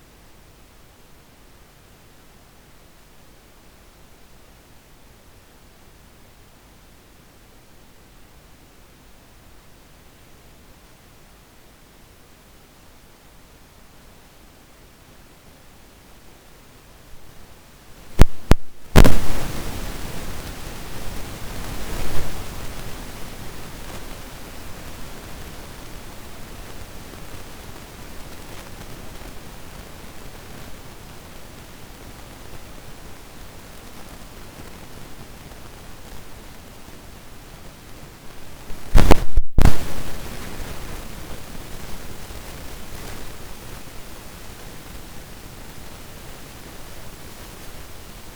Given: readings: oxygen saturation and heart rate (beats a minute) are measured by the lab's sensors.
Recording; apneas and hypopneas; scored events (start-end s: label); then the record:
breathing in sleep by a microphone on the trachea; none
41.00-48.36 s: new sleep stage, awake
From the record:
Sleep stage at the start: N1 (lightest sleep); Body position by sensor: on the back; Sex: female